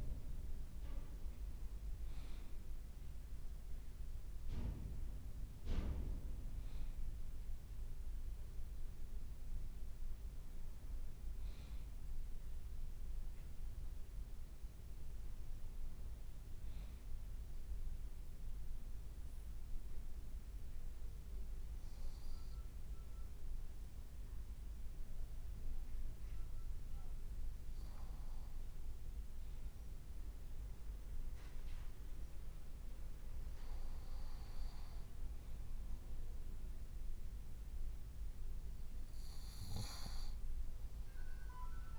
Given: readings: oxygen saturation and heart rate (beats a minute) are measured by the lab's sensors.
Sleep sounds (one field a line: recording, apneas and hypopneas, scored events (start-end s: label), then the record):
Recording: breathing in sleep, hard to hear, by a room microphone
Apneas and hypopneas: 1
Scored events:
10.50-14.50 s: arousal
10.50-41.99 s: new sleep stage, N2 (light sleep)
17.00-27.50 s: obstructive apnea (oxygen 98% before, 95% lowest, heart rate 60 before, 55 extreme, up 1 after)
29.50-33.50 s: arousal
From the record:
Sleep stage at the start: N1 (lightest sleep)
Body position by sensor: on the front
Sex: male